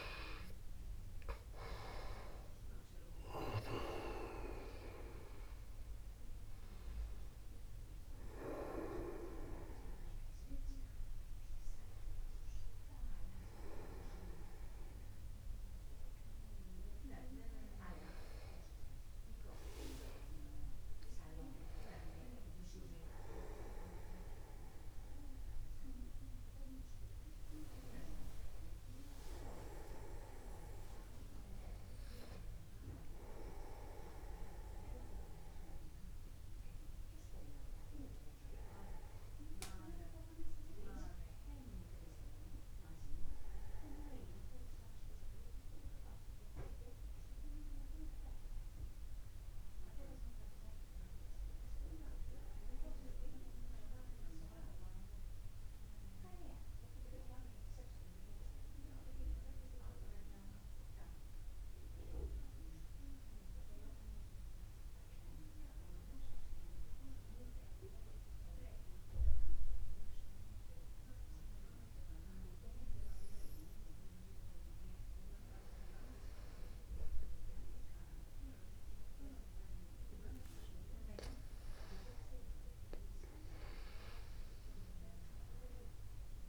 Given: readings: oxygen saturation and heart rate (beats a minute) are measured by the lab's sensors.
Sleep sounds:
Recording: breathing in sleep by a room microphone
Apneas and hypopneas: 1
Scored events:
0.00-1.00 s: arousal
0.00-1.00 s: long interval between heartbeats (device-marked, heart rate 95 extreme)
11.50-71.50 s: new sleep stage, N1 (lightest sleep)
19.50-39.50 s: oxygen desaturation (device-marked, oxygen 94% before, 91% lowest, heart rate 64 before, 49 extreme)
50.50-55.00 s: arousal
61.00-74.00 s: central apnea (oxygen 98% before, 94% lowest, heart rate 49 before, 49 extreme, up 1 after)
71.50-86.49 s: new sleep stage, N2 (light sleep)
78.50-83.00 s: arousal
82.50-86.49 s: oxygen desaturation (device-marked, oxygen 97% before, 94% lowest, heart rate 49 before, 49 extreme)
From the record:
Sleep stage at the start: N2 (light sleep)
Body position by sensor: upright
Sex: male

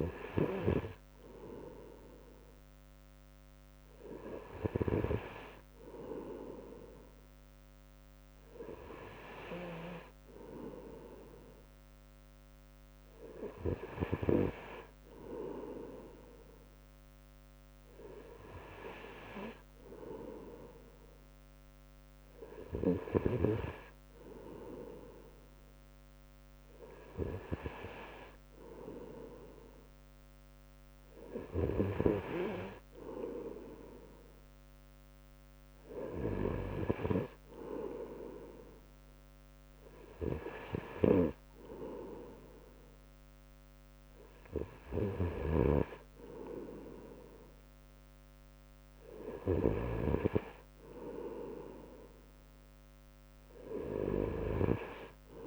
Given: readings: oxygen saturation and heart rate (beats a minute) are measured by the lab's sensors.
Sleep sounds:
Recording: breathing in sleep by a microphone on the trachea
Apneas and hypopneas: none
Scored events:
34.50-55.47 s: new sleep stage, N3 (deep sleep)
From the record:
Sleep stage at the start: N2 (light sleep)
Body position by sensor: on the right side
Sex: male

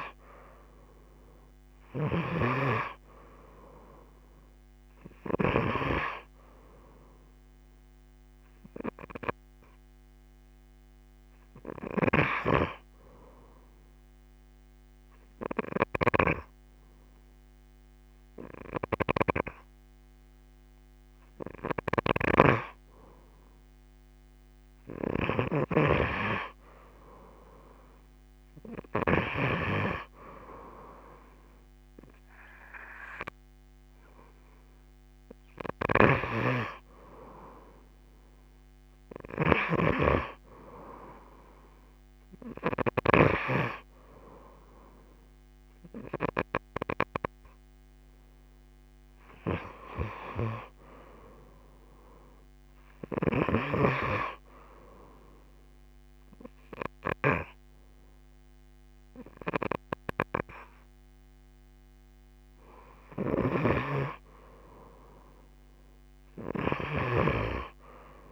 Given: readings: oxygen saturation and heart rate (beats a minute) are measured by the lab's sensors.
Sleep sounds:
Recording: breathing in sleep by a microphone on the trachea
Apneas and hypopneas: 1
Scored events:
0.00-20.00 s: oxygen desaturation (device-marked, oxygen 86% lowest)
8.50-22.00 s: hypopnea (oxygen 95% before, 86% lowest)
24.00-28.00 s: arousal
31.00-44.00 s: oxygen desaturation (device-marked, oxygen 98% before, 90% lowest)
65.00-68.32 s: arousal
From the record:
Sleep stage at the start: N2 (light sleep)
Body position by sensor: on the right side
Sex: female

